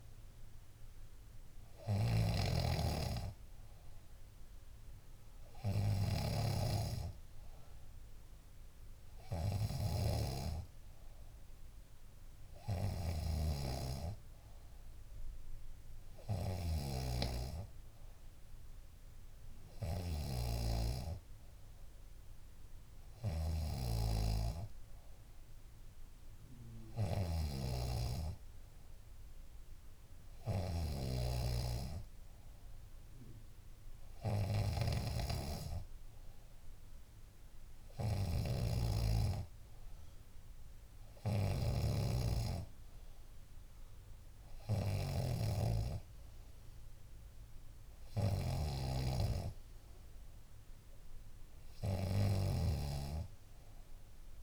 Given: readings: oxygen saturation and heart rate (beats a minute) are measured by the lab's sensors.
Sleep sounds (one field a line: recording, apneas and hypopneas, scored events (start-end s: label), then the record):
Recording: breathing in sleep by a room microphone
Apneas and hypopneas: none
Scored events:
0.00-6.50 s: snoring (device-marked)
13.00-20.50 s: snoring (device-marked)
27.00-54.43 s: snoring (device-marked)
From the record:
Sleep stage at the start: N2 (light sleep)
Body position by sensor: on the back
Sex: female